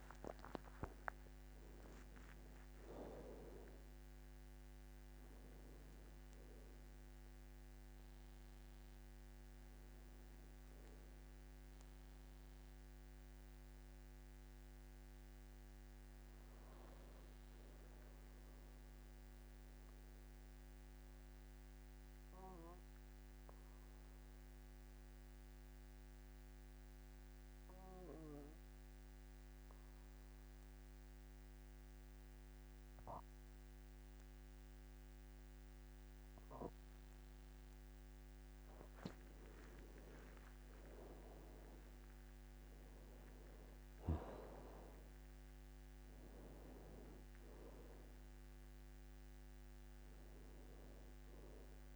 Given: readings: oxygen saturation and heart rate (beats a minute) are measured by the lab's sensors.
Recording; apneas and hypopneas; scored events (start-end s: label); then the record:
breathing in sleep by a microphone on the trachea; 1
0.00-22.50 s: oxygen desaturation (device-marked, oxygen 90% lowest, heart rate 47 extreme)
19.50-38.00 s: obstructive apnea (oxygen 99% before, 90% lowest, heart rate 58 before, 46 extreme, up 17 after)
40.00-45.00 s: arousal
40.50-51.96 s: oxygen desaturation (device-marked, oxygen 99% before, 92% lowest, heart rate 49 before, 46 extreme)
From the record:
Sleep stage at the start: N2 (light sleep); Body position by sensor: on the back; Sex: male